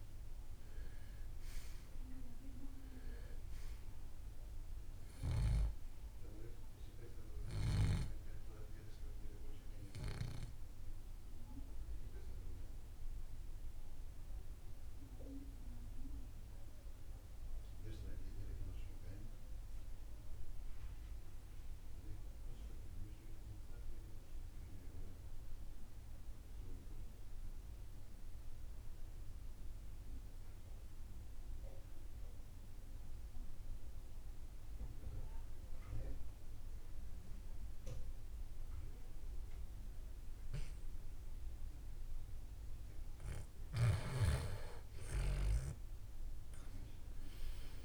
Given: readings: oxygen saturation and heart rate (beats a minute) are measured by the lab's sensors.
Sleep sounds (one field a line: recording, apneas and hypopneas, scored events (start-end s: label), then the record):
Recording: breathing in sleep by a room microphone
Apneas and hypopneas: 1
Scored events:
9.00-36.00 s: oxygen desaturation (device-marked, oxygen 96% before, 86% lowest, heart rate 67 before, 38 extreme)
10.00-43.00 s: obstructive apnea (oxygen 97% before, 83% lowest, heart rate 68 before, 38 extreme, up 36 after)
44.00-47.85 s: arousal
From the record:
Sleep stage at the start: N2 (light sleep)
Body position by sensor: on the right side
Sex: male